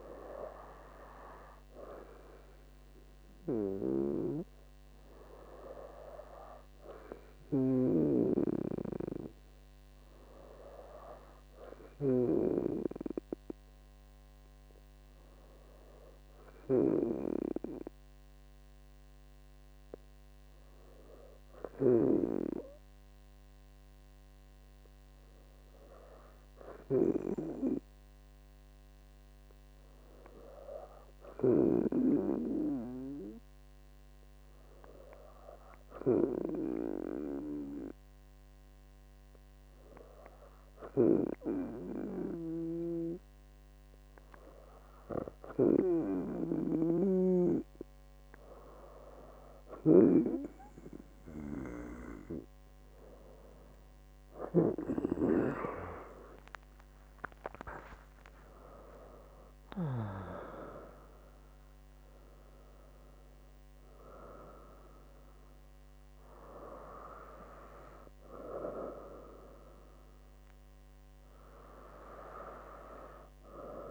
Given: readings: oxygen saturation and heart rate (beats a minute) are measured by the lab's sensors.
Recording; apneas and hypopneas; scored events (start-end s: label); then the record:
breathing in sleep by a microphone on the trachea; 1
24.00-27.50 s: arousal
28.50-49.50 s: obstructive apnea (oxygen 99% before, 96% lowest, heart rate 70 before, 68 extreme, up 4 after)
52.00-56.50 s: arousal
From the record:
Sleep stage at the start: N2 (light sleep); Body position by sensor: on the right side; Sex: female